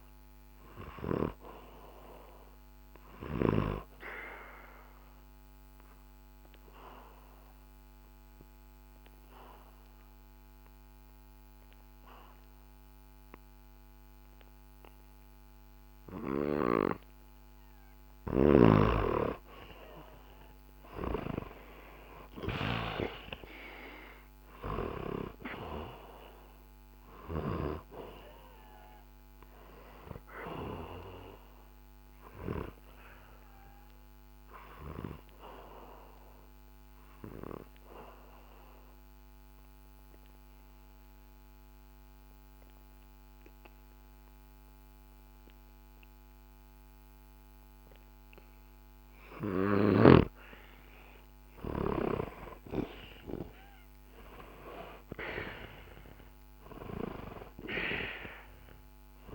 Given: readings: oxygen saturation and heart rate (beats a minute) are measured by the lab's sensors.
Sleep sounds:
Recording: breathing in sleep by a microphone on the trachea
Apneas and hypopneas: 2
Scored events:
0.00-16.00 s: oxygen desaturation (device-marked, oxygen 96% before, 92% lowest, heart rate 69 before, 64 extreme)
0.50-17.00 s: obstructive apnea (oxygen 96% before, 91% lowest, heart rate 69 before, 64 extreme, up 11 after)
19.50-24.00 s: arousal
26.00-47.00 s: oxygen desaturation (device-marked, oxygen 97% before, 91% lowest, heart rate 69 before, 57 extreme)
33.50-50.00 s: obstructive apnea (oxygen 97% before, 91% lowest, heart rate 72 before, 57 extreme, up 20 after)
52.50-57.50 s: arousal
From the record:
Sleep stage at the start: N2 (light sleep)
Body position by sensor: on the back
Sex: male

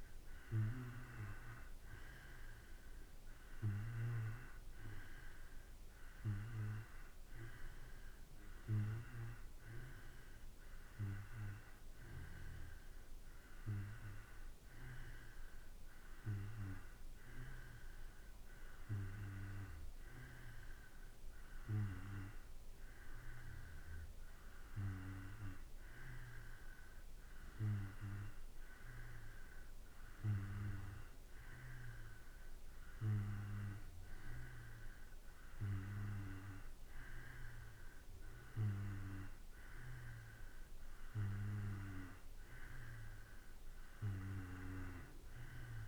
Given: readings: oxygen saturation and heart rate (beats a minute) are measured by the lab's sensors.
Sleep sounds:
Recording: breathing in sleep by a room microphone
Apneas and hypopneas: none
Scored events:
none scored
From the record:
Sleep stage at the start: N2 (light sleep)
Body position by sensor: on the back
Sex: male

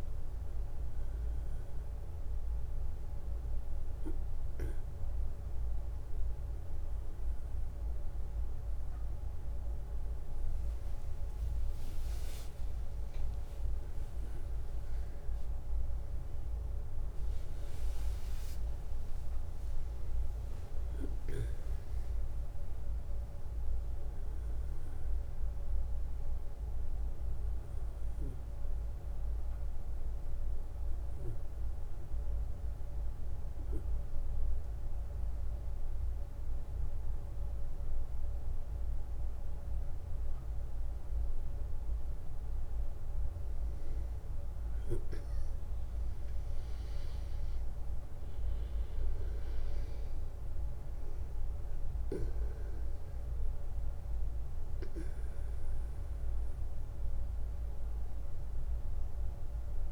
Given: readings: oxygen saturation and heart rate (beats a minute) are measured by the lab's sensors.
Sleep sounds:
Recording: breathing in sleep, hard to hear, by a room microphone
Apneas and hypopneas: 1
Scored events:
10.50-15.50 s: arousal
29.50-42.00 s: obstructive apnea (oxygen 97% before, 92% lowest, heart rate 67 before, 61 extreme, up 5 after)
43.50-47.50 s: arousal
47.50-59.92 s: oxygen desaturation (device-marked, oxygen 96% before, 92% lowest, heart rate 64 before, 61 extreme)
From the record:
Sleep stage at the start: N1 (lightest sleep)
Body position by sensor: on the back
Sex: male

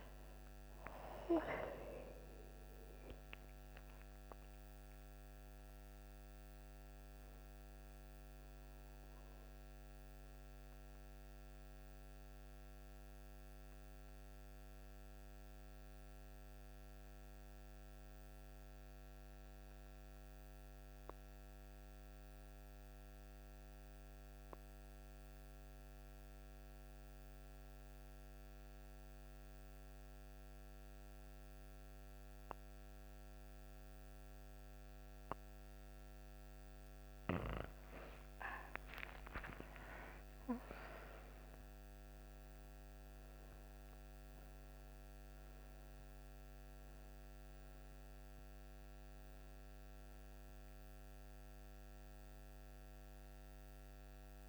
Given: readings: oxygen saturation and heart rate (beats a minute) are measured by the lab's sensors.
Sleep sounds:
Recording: breathing in sleep by a microphone on the trachea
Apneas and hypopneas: 1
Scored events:
9.00-36.50 s: obstructive apnea (oxygen 98% before, 85% lowest)
34.50-54.49 s: oxygen desaturation (device-marked, oxygen 99% before, 85% lowest)
38.00-43.00 s: arousal
From the record:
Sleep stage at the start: N2 (light sleep)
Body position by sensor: on the back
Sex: female

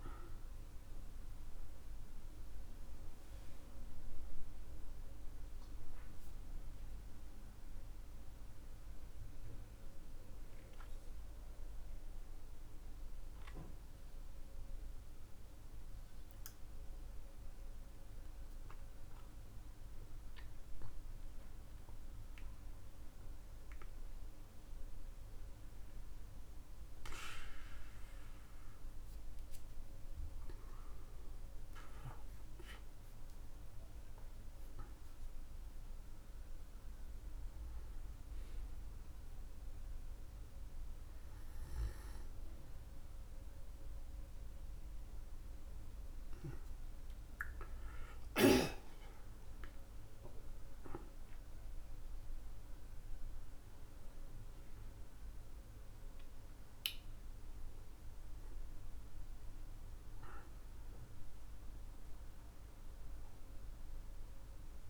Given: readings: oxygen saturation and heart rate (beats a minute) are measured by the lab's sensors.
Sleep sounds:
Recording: a person partly awake in a sleep study, by a room microphone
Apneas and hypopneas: 1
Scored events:
0.00-10.00 s: oxygen desaturation (device-marked, oxygen 91% lowest, heart rate 52 extreme)
13.50-25.50 s: central apnea (oxygen 95% before, 95% lowest, heart rate 62 before, 46 extreme, up 10 after)
27.00-30.50 s: arousal
42.00-53.00 s: oxygen desaturation (device-marked, oxygen 99% before, 95% lowest, heart rate 61 before, 52 extreme)
45.00-64.90 s: new sleep stage, awake
From the record:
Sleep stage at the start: N2 (light sleep)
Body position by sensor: on the back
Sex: male

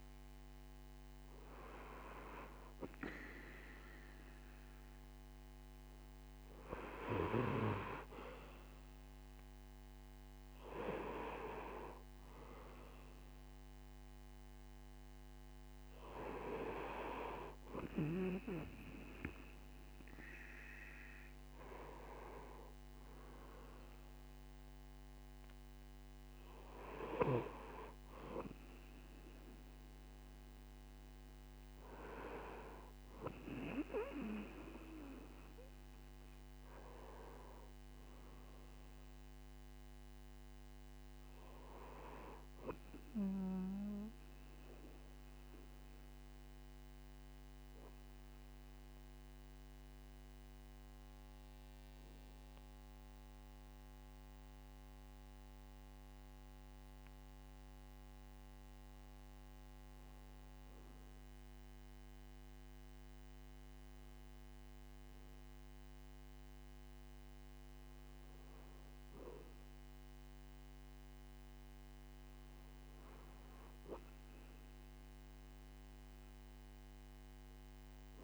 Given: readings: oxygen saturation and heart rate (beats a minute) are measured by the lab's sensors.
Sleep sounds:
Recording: breathing in sleep by a microphone on the trachea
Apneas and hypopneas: 1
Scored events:
32.50-37.00 s: arousal
44.50-58.00 s: obstructive apnea (oxygen 94% before, 94% lowest, heart rate 73 before, 58 extreme, up 3 after)
65.00-71.00 s: bradycardia (device-marked, heart rate 68 before, 58 extreme)
From the record:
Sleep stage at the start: REM sleep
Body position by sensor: on the right side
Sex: male

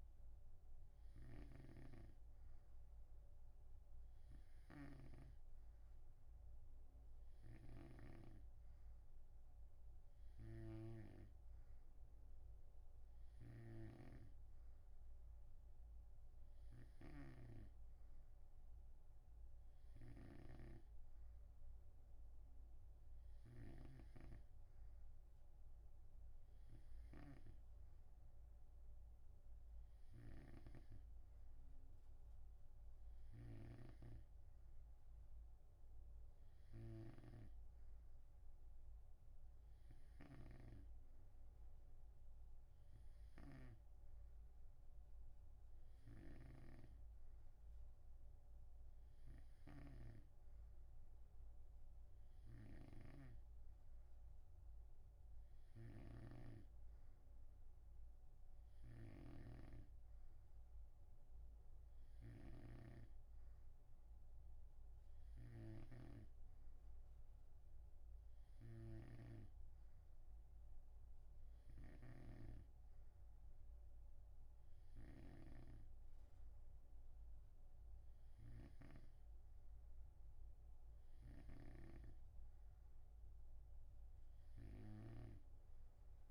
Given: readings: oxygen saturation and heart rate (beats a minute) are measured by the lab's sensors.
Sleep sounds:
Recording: breathing in sleep by a room microphone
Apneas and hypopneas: none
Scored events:
0.00-11.50 s: snoring (device-marked)
13.50-86.31 s: snoring (device-marked)
From the record:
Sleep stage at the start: N2 (light sleep)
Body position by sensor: on the right side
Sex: male

